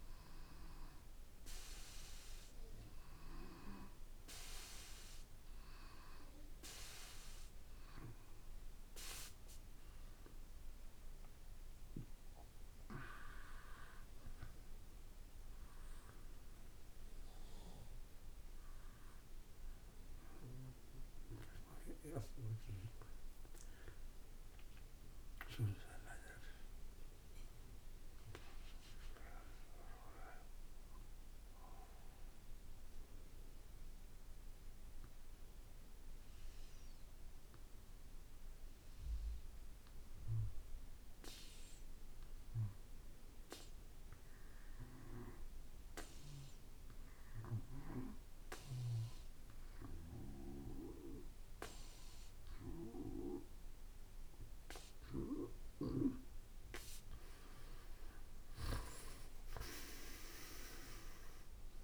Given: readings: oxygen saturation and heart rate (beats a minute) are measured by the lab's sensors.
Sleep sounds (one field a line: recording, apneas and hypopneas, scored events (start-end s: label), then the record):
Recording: breathing in sleep by a room microphone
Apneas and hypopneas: 1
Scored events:
24.00-27.50 s: arousal
30.00-54.50 s: obstructive apnea (oxygen 95% before, 88% lowest, heart rate 58 before, 54 extreme, up 23 after)
48.50-61.84 s: oxygen desaturation (device-marked, oxygen 95% before, 88% lowest, heart rate 55 before, 55 extreme)
56.50-60.50 s: arousal
57.50-59.50 s: long interval between heartbeats (device-marked, heart rate 57 before, 74 extreme)
59.50-61.84 s: drop in pulse transit time (device-marked, heart rate 59 before, 58 extreme)
From the record:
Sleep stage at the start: N2 (light sleep)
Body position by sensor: on the back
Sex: male